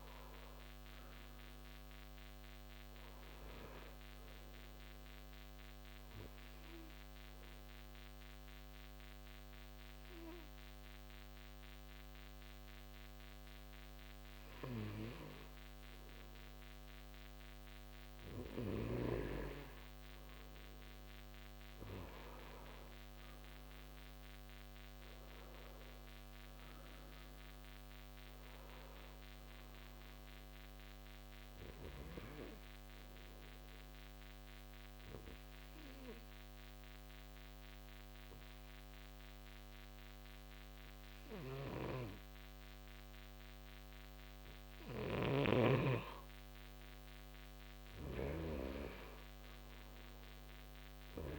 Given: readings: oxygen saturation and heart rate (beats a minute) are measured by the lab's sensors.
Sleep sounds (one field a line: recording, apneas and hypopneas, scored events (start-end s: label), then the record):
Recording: breathing in sleep by a microphone on the trachea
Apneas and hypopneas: 2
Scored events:
0.00-10.50 s: oxygen desaturation (device-marked, oxygen 89% lowest, heart rate 65 extreme)
6.00-18.50 s: obstructive apnea (oxygen 95% before, 90% lowest, heart rate 76 before, 65 extreme, up 10 after)
20.00-25.00 s: arousal
24.50-38.50 s: oxygen desaturation (device-marked, oxygen 95% before, 91% lowest, heart rate 68 before, 66 extreme)
34.50-46.50 s: obstructive apnea (oxygen 95% before, 90% lowest, heart rate 71 before, 67 extreme, up 7 after)
48.50-51.39 s: arousal
49.50-51.39 s: oxygen desaturation (device-marked, oxygen 95% before, 90% lowest, heart rate 70 before, 65 extreme)
From the record:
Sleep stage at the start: N2 (light sleep)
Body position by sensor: on the right side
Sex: male